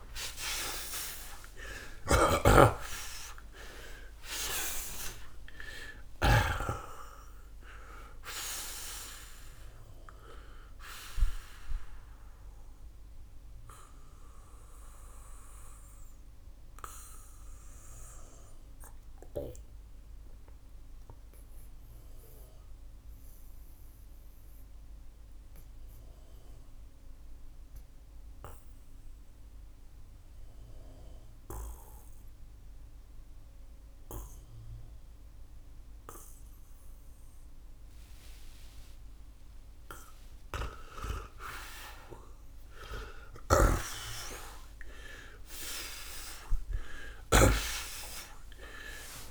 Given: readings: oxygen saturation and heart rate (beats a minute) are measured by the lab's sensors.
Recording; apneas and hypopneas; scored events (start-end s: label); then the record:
breathing in sleep by a room microphone; 1
0.00-1.50 s: arousal
1.50-6.00 s: snoring (device-marked)
10.00-40.00 s: oxygen desaturation (device-marked, oxygen 92% before, 79% lowest, heart rate 135 before, 71 extreme)
12.50-41.00 s: mixed apnea (oxygen 93% before, 79% lowest, heart rate 137 before, 71 extreme)
42.50-47.00 s: arousal
43.00-47.00 s: snoring (device-marked)
From the record:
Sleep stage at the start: N2 (light sleep); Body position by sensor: on the back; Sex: male